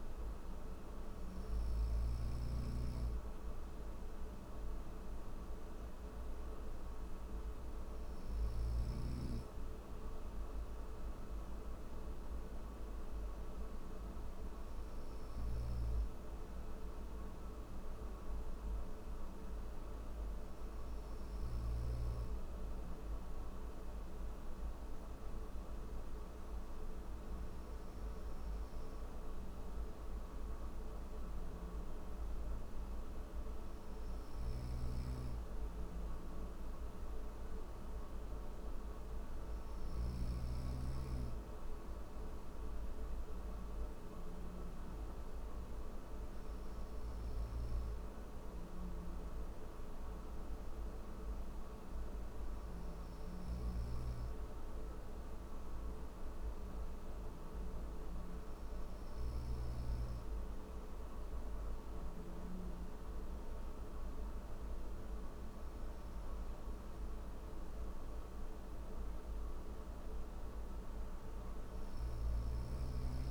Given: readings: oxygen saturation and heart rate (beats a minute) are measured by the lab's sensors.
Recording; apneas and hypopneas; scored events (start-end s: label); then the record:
breathing in sleep, hard to hear, by a room microphone; none
0.00-1.50 s: snoring (device-marked)
14.50-21.00 s: snoring (device-marked)
33.50-39.50 s: snoring (device-marked)
52.50-58.50 s: snoring (device-marked)
From the record:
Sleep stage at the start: N3 (deep sleep); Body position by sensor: on the right side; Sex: male